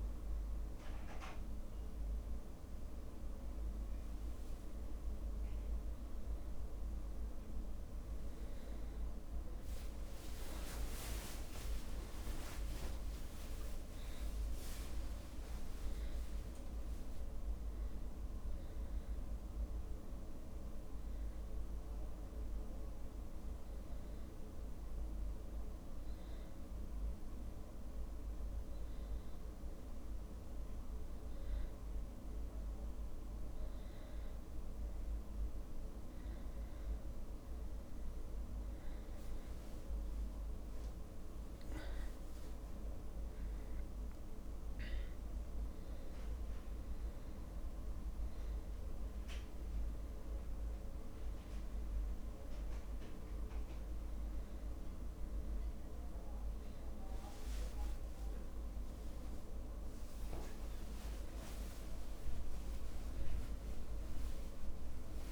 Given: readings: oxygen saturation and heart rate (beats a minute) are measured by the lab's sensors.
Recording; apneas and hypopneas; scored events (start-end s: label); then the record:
a person partly awake in a sleep study, hard to hear, by a room microphone; 1
1.00-31.00 s: new sleep stage, N1 (lightest sleep)
14.00-16.00 s: long interval between heartbeats (device-marked)
22.00-34.50 s: hypopnea (oxygen 99% before, 95% lowest)
27.50-29.50 s: long interval between heartbeats (device-marked)
28.00-32.00 s: drop in pulse transit time (device-marked)
31.00-65.32 s: new sleep stage, N2 (light sleep)
32.00-34.00 s: long interval between heartbeats (device-marked)
41.50-44.50 s: arousal
56.00-60.00 s: drop in pulse transit time (device-marked)
63.50-65.32 s: arousal
63.50-65.32 s: long interval between heartbeats (device-marked)
From the record:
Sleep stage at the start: awake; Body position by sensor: on the back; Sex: male